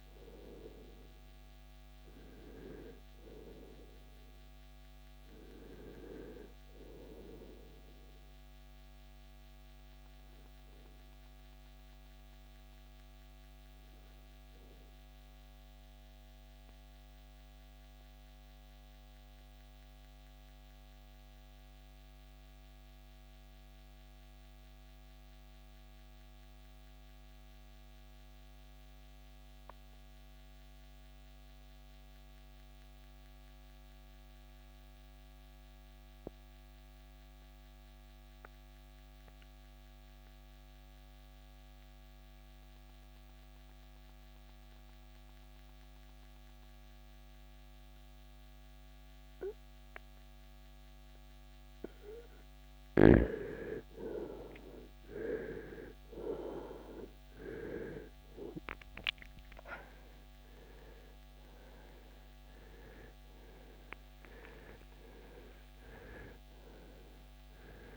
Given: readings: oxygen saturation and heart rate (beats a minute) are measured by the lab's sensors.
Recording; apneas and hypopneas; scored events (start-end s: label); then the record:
breathing in sleep by a microphone on the trachea; 1
10.00-32.00 s: oxygen desaturation (device-marked, oxygen 93% before, 84% lowest, heart rate 73 before, 55 extreme)
14.50-51.50 s: mixed apnea (oxygen 95% before, 82% lowest, heart rate 75 before, 55 extreme, up 6 after)
51.00-67.96 s: oxygen desaturation (device-marked, oxygen 97% before, 82% lowest, heart rate 61 before, 49 extreme)
54.00-60.00 s: arousal
From the record:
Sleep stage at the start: REM sleep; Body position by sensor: on the right side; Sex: male